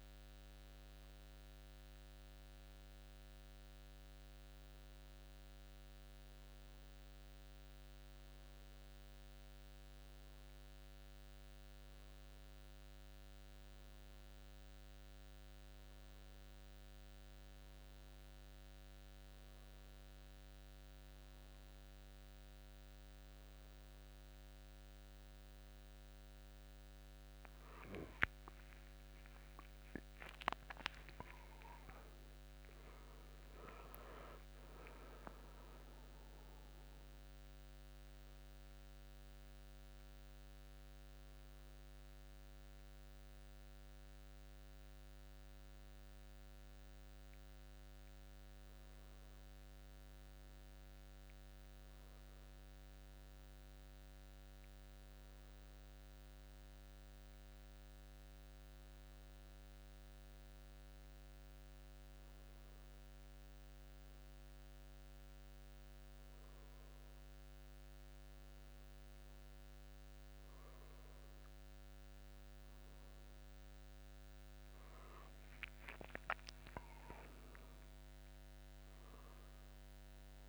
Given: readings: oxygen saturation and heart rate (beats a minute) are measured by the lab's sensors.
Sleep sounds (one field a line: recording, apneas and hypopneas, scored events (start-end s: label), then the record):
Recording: breathing in sleep by a microphone on the trachea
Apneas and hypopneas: 1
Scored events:
27.50-31.50 s: arousal
33.50-35.50 s: long interval between heartbeats (device-marked, heart rate 89 before, 109 extreme)
41.00-64.50 s: hypopnea (oxygen 96% before, 95% lowest, heart rate 97 before, 84 extreme, up 4 after)
65.50-80.49 s: new sleep stage, awake
From the record:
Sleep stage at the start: N2 (light sleep)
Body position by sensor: on the back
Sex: male